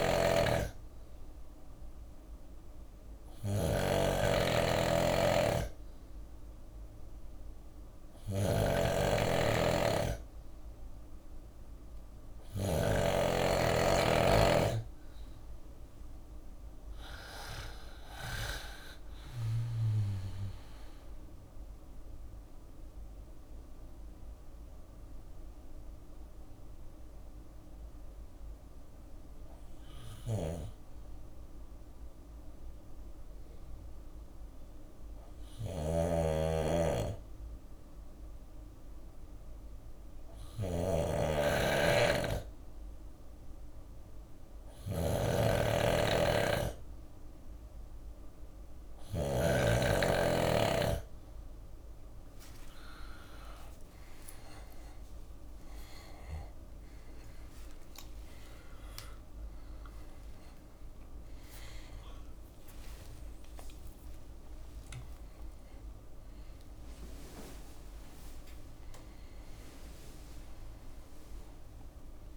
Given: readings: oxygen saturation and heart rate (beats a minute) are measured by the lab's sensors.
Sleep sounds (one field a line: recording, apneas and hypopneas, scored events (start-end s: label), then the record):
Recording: breathing in sleep by a room microphone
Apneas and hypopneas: 1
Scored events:
0.00-12.00 s: snoring (device-marked)
15.00-31.00 s: drop in pulse transit time (device-marked, heart rate 61 before, 59 extreme)
15.50-20.00 s: arousal
27.00-50.00 s: hypopnea (oxygen 96% before, 94% lowest, heart rate 64 before, 59 extreme, up 29 after)
29.00-48.50 s: snoring (device-marked)
56.00-72.37 s: drop in pulse transit time (device-marked, heart rate 64 before, 80 extreme)
56.00-72.37 s: new sleep stage, awake
59.00-61.00 s: long interval between heartbeats (device-marked, heart rate 67 before, 88 extreme)
63.50-65.50 s: long interval between heartbeats (device-marked, heart rate 73 before, 98 extreme)
From the record:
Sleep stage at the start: N2 (light sleep)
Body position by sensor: on the left side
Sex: male